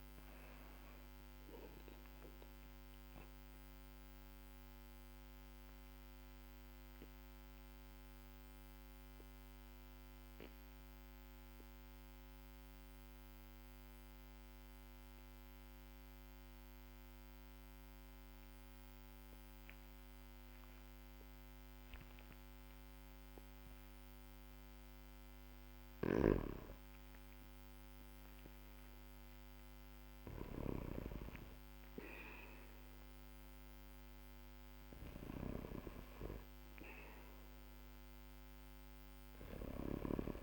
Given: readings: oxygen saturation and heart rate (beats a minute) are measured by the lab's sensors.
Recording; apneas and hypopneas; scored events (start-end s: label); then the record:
breathing in sleep by a microphone on the trachea; 1
0.00-12.00 s: oxygen desaturation (device-marked, oxygen 91% lowest, heart rate 47 extreme)
4.00-25.00 s: mixed apnea (oxygen 96% before, 93% lowest, heart rate 55 before, 46 extreme, up 17 after)
25.50-39.50 s: snoring (device-marked)
27.00-31.00 s: arousal
37.00-40.43 s: oxygen desaturation (device-marked, oxygen 98% before, 95% lowest, heart rate 58 before, 46 extreme)
From the record:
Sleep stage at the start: N2 (light sleep); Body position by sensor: on the back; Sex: male